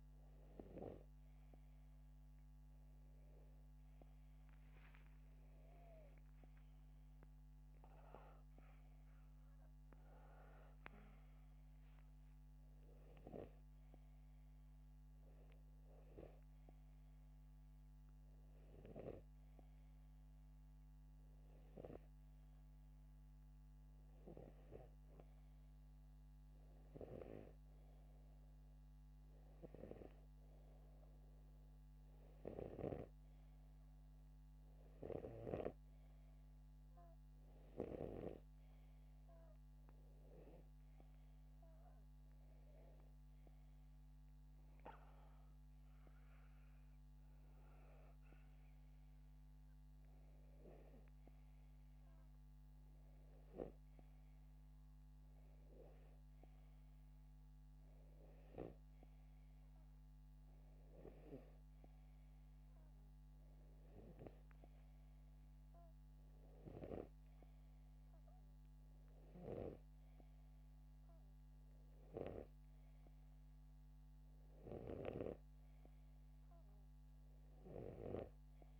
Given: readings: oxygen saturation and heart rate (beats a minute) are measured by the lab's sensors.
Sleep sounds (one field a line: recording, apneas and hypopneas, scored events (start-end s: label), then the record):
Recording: breathing in sleep by a microphone on the trachea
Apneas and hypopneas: none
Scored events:
5.50-9.50 s: arousal
From the record:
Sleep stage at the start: N2 (light sleep)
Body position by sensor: upright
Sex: male